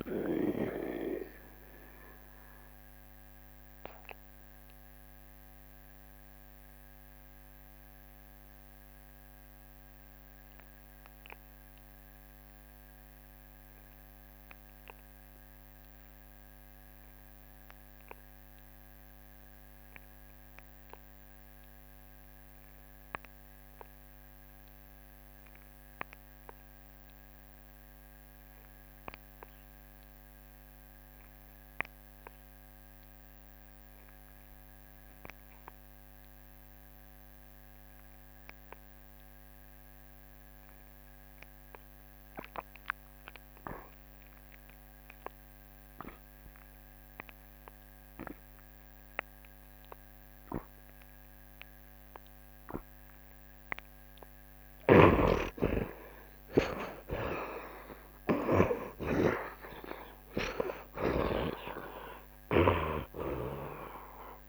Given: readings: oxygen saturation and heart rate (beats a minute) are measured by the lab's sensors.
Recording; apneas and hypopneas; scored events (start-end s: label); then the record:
breathing in sleep by a microphone on the trachea; 1
0.00-14.00 s: oxygen desaturation (device-marked, oxygen 56% lowest, heart rate 65 extreme)
0.50-53.50 s: mixed apnea (oxygen 61% before, 55% lowest, heart rate 95 before, 66 extreme, up 22 after)
16.00-64.49 s: oxygen desaturation (device-marked, oxygen 89% before, 55% lowest, heart rate 79 before, 66 extreme)
23.00-25.00 s: long interval between heartbeats (device-marked, heart rate 77 before, 67 extreme)
55.50-59.50 s: arousal
56.00-59.00 s: tachycardia (device-marked, heart rate 80 before, 100 extreme)
56.50-58.50 s: long interval between heartbeats (device-marked, heart rate 80 before, 89 extreme)
From the record:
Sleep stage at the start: N2 (light sleep); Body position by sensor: on the right side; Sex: male